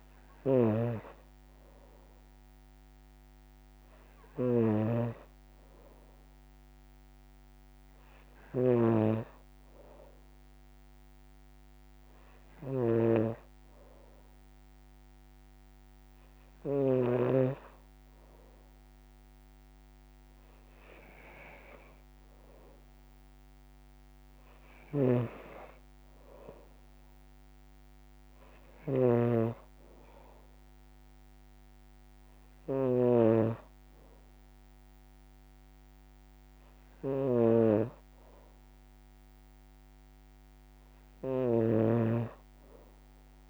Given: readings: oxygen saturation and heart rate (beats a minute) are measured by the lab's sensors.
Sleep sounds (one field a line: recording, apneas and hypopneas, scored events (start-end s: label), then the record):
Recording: breathing in sleep by a microphone on the trachea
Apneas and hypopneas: none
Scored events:
4.00-12.50 s: snoring (device-marked)
41.00-43.49 s: snoring (device-marked)
From the record:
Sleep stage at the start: N2 (light sleep)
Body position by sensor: on the back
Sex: female